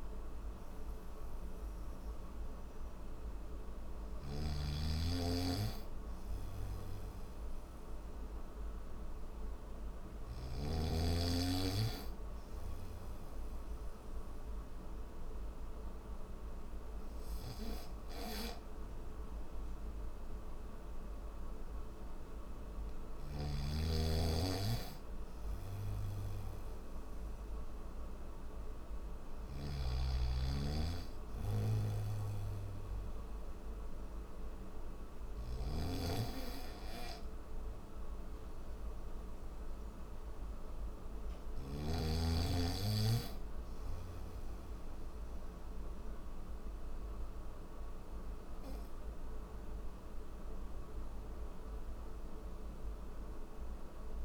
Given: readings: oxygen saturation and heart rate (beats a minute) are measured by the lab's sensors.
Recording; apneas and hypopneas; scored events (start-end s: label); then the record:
breathing in sleep by a room microphone; none
0.00-10.00 s: snoring (device-marked)
22.50-29.00 s: snoring (device-marked)
31.00-35.00 s: snoring (device-marked)
From the record:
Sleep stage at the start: N3 (deep sleep); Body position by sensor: on the back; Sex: male